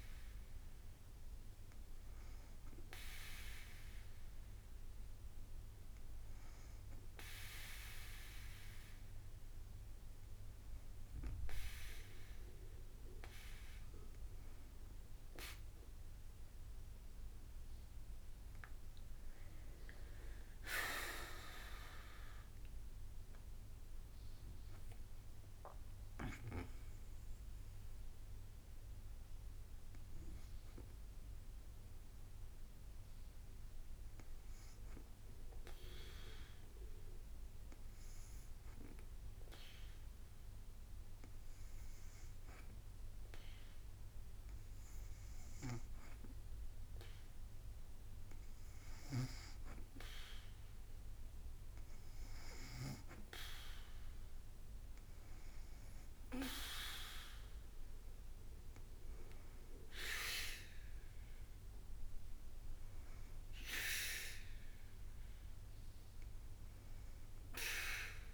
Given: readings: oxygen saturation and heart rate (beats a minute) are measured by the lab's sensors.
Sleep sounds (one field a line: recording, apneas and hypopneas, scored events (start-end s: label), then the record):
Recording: breathing in sleep by a room microphone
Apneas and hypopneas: 1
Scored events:
20.00-24.50 s: arousal
21.00-36.00 s: drop in pulse transit time (device-marked, heart rate 58 before, 54 extreme)
31.50-47.00 s: hypopnea (oxygen 96% before, 93% lowest, heart rate 60 before, 53 extreme, up 4 after)
54.50-59.00 s: arousal
59.00-68.34 s: drop in pulse transit time (device-marked, heart rate 56 before, 58 extreme)
59.00-68.34 s: oxygen desaturation (device-marked, oxygen 99% before, 93% lowest, heart rate 56 before, 54 extreme)
From the record:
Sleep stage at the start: N2 (light sleep)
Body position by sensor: on the back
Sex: female